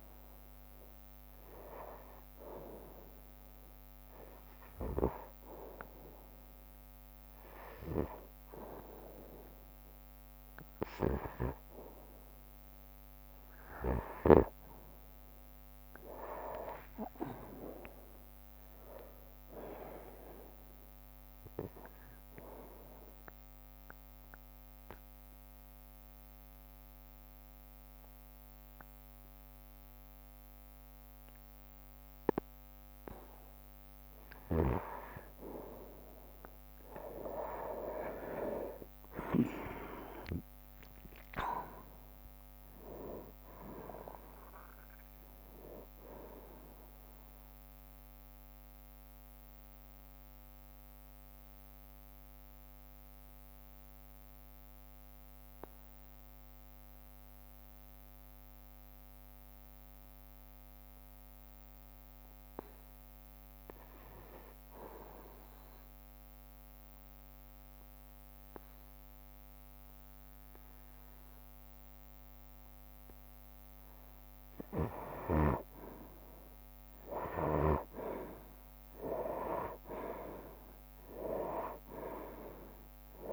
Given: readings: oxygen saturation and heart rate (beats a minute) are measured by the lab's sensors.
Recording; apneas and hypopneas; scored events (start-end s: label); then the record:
breathing in sleep by a microphone on the trachea; 2
0.00-4.00 s: drop in pulse transit time (device-marked, heart rate 65 extreme)
17.00-21.00 s: arousal
23.00-34.50 s: obstructive apnea (oxygen 95% before, 89% lowest, heart rate 66 before, 54 extreme, up 3 after)
38.00-43.00 s: arousal
40.00-58.00 s: drop in pulse transit time (device-marked, heart rate 65 before, 54 extreme)
42.00-58.00 s: oxygen desaturation (device-marked, oxygen 95% before, 91% lowest, heart rate 65 before, 53 extreme)
48.50-73.50 s: obstructive apnea (oxygen 95% before, 88% lowest, heart rate 64 before, 53 extreme, up 9 after)
52.00-59.00 s: bradycardia (device-marked, heart rate 65 before, 54 extreme)
75.50-80.50 s: arousal
78.00-83.33 s: oxygen desaturation (device-marked, oxygen 98% before, 88% lowest, heart rate 61 before, 59 extreme)
From the record:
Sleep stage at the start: N2 (light sleep); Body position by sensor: on the right side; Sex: male